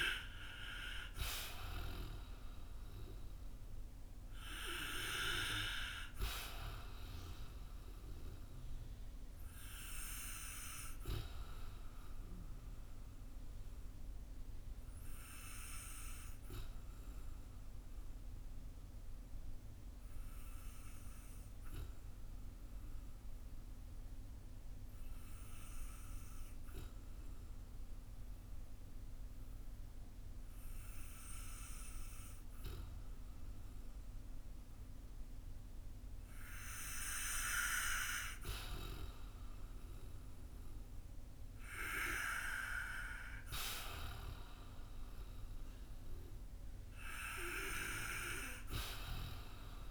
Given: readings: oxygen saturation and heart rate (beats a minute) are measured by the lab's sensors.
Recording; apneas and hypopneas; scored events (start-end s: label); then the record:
breathing in sleep by a room microphone; 1
0.00-1.00 s: arousal
1.50-28.50 s: oxygen desaturation (device-marked, oxygen 96% before, 92% lowest, heart rate 55 before, 46 extreme)
12.00-37.00 s: obstructive apnea (oxygen 96% before, 92% lowest, heart rate 56 before, 46 extreme, up 7 after)
39.50-42.00 s: arousal
From the record:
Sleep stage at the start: N2 (light sleep); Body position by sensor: on the back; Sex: male